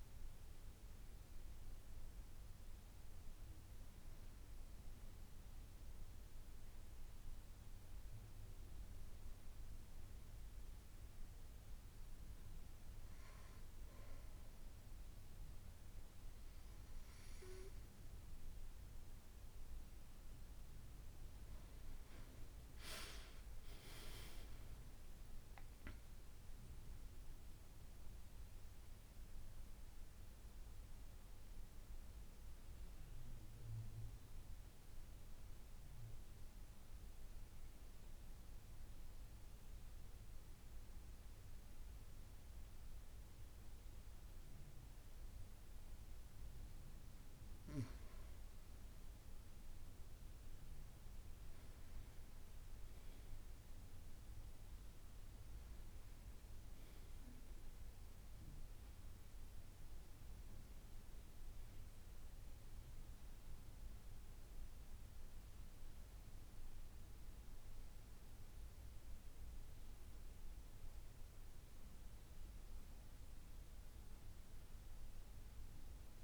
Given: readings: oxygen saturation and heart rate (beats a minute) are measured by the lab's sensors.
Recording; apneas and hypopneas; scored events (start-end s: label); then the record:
breathing in sleep, hard to hear, by a room microphone; none
27.00-31.00 s: arousal
61.50-74.50 s: oxygen desaturation (device-marked, oxygen 97% before, 93% lowest)
From the record:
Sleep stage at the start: N2 (light sleep); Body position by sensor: on the back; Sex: female